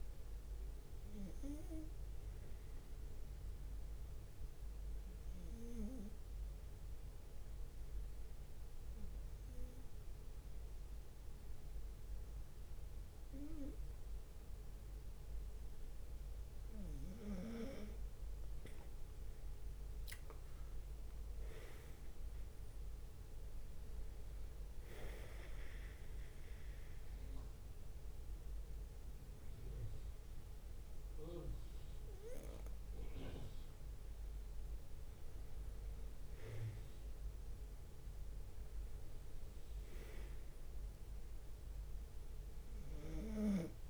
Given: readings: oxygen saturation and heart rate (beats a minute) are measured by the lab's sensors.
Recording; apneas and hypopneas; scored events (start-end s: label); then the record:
breathing in sleep by a room microphone; 2
0.00-4.50 s: drop in pulse transit time (device-marked, heart rate 64 extreme)
1.00-17.50 s: obstructive apnea (oxygen 97% before, 92% lowest, heart rate 69 before, 61 extreme, up 9 after)
16.00-17.00 s: leg movement (device-marked)
19.00-22.50 s: arousal
20.50-29.50 s: drop in pulse transit time (device-marked, heart rate 63 before, 66 extreme)
25.50-35.50 s: obstructive apnea (oxygen 98% before, 90% lowest, heart rate 65 before, 63 extreme, up 5 after)
38.00-42.00 s: arousal
39.00-43.00 s: leg movement (device-marked)
40.50-43.90 s: drop in pulse transit time (device-marked, heart rate 67 before, 65 extreme)
From the record:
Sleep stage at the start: N2 (light sleep); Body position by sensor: on the right side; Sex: male